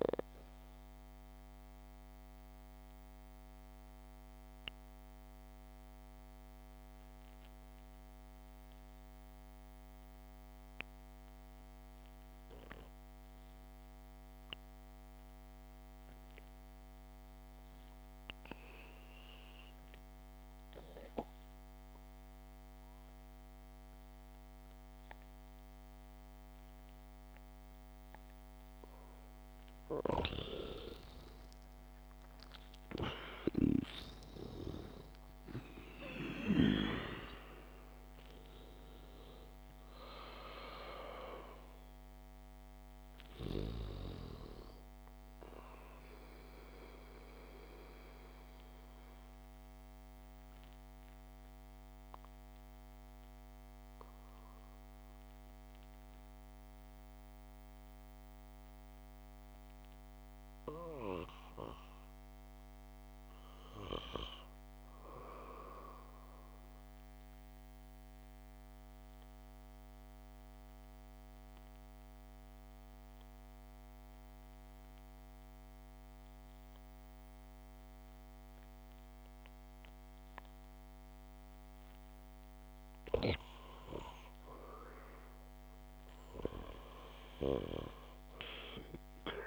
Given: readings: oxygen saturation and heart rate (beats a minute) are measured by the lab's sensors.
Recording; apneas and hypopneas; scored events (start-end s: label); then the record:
breathing in sleep by a microphone on the trachea; 3
0.00-7.00 s: oxygen desaturation (device-marked, oxygen 89% lowest, heart rate 50 extreme)
0.50-30.00 s: mixed apnea (oxygen 96% before, 91% lowest, heart rate 57 before, 57 extreme, up 8 after)
31.50-36.50 s: arousal
34.00-40.00 s: oxygen desaturation (device-marked, oxygen 98% before, 94% lowest, heart rate 65 before, 63 extreme)
46.00-67.00 s: oxygen desaturation (device-marked, oxygen 96% before, 91% lowest, heart rate 64 before, 54 extreme)
48.00-59.50 s: mixed apnea (oxygen 99% before, 90% lowest, heart rate 65 before, 62 extreme, up 5 after)
61.00-64.50 s: arousal
70.00-83.50 s: obstructive apnea (oxygen 99% before, 90% lowest, heart rate 65 before, 54 extreme, up 0 after)
87.00-89.47 s: arousal
From the record:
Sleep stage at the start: REM sleep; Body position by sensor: on the back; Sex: male